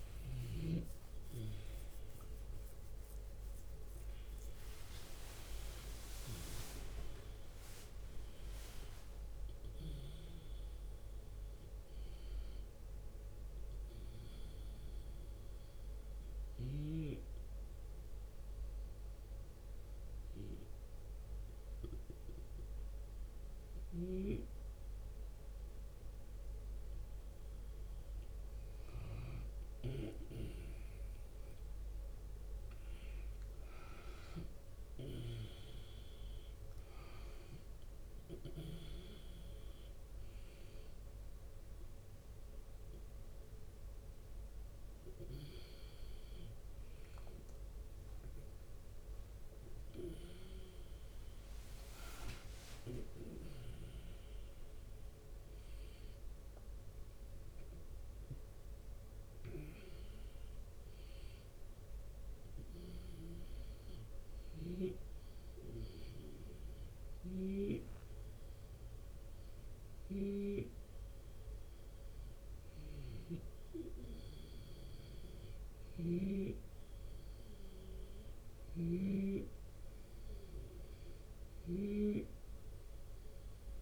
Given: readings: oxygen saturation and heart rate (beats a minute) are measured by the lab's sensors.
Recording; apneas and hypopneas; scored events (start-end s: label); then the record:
breathing in sleep by a room microphone; 2
0.00-3.50 s: oxygen desaturation (device-marked, oxygen 93% lowest, heart rate 75 extreme)
0.00-4.00 s: arousal
0.00-19.50 s: drop in pulse transit time (device-marked, heart rate 75 extreme)
5.50-18.50 s: oxygen desaturation (device-marked, oxygen 95% before, 91% lowest, heart rate 78 before, 75 extreme)
13.50-27.00 s: obstructive apnea (oxygen 97% before, 91% lowest, heart rate 82 before, 75 extreme, up 12 after)
28.50-33.50 s: arousal
34.50-52.50 s: oxygen desaturation (device-marked, oxygen 95% before, 91% lowest, heart rate 79 before, 83 extreme)
55.00-58.50 s: arousal
62.00-72.50 s: hypopnea (oxygen 95% before, 91% lowest, heart rate 87 before, 80 extreme, up 3 after)
75.00-83.82 s: snoring (device-marked)
75.50-80.00 s: arousal
From the record:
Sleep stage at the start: N2 (light sleep); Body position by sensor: on the left side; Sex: male